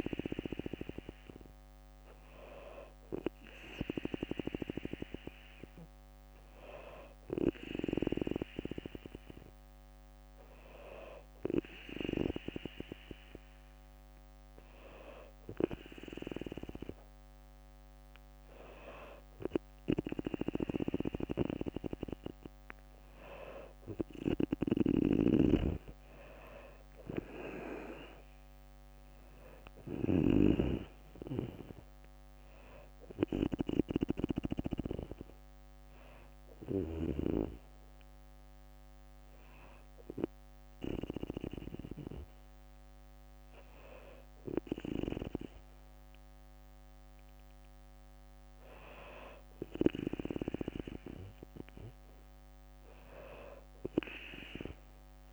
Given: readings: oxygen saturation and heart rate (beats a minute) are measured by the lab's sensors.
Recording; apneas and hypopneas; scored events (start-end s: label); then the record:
breathing in sleep by a microphone on the trachea; none
0.00-3.00 s: oxygen desaturation (device-marked, oxygen 94% lowest, heart rate 61 extreme)
24.50-29.50 s: snoring (device-marked)
27.00-39.00 s: drop in pulse transit time (device-marked, heart rate 64 before, 61 extreme)
28.50-30.50 s: long interval between heartbeats (device-marked, heart rate 64 before, 74 extreme)
37.00-46.00 s: bradycardia (device-marked, heart rate 63 before, 58 extreme)
From the record:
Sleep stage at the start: N2 (light sleep); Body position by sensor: on the back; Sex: female